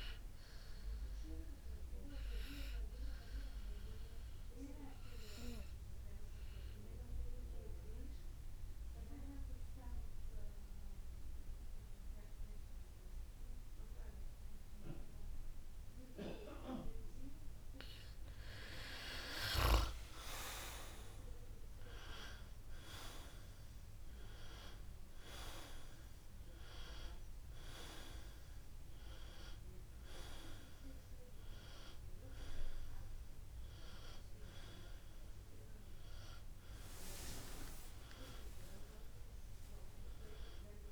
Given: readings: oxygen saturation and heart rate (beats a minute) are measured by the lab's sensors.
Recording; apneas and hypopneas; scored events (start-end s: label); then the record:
breathing in sleep by a room microphone; 1
2.50-17.50 s: obstructive apnea (oxygen 95% before, 93% lowest, heart rate 58 before, 46 extreme, up 5 after)
19.00-23.00 s: arousal
From the record:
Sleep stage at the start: N2 (light sleep); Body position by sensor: on the right side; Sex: male